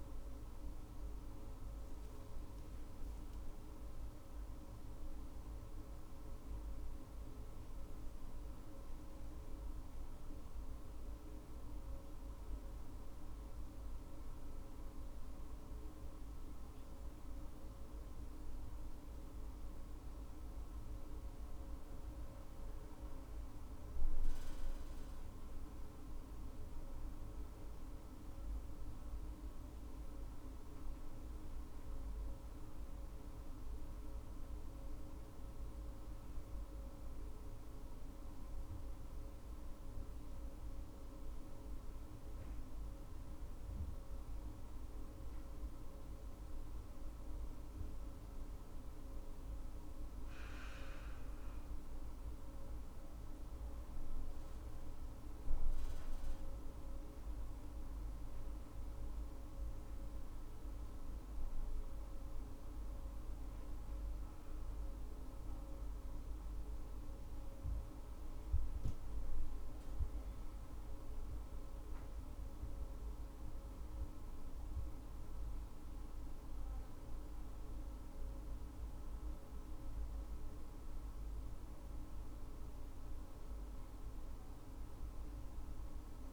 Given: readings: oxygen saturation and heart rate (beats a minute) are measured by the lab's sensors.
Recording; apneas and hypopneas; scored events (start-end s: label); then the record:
breathing in sleep, hard to hear, by a room microphone; none
0.00-2.50 s: arousal
From the record:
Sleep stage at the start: N2 (light sleep); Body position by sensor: on the right side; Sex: female